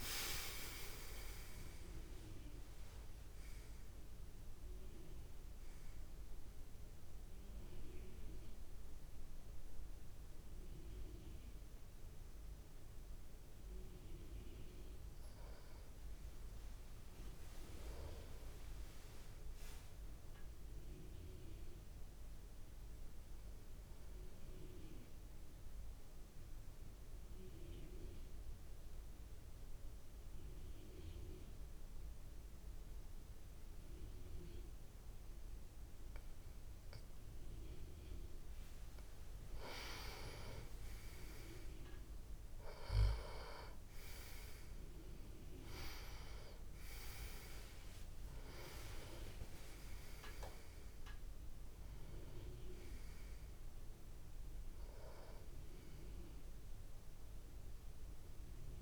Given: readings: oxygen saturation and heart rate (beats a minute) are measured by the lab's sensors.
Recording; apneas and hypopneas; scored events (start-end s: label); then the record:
breathing in sleep by a room microphone; 1
0.00-25.00 s: oxygen desaturation (device-marked, oxygen 89% lowest)
15.00-20.00 s: tachycardia (device-marked)
22.00-38.00 s: obstructive apnea (oxygen 96% before, 91% lowest, heart rate 71 before, 44 extreme)
31.00-44.00 s: tachycardia (device-marked)
40.50-44.00 s: arousal
44.00-58.82 s: oxygen desaturation (device-marked, oxygen 98% before, 91% lowest)
From the record:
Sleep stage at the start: N2 (light sleep); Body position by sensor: on the back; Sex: male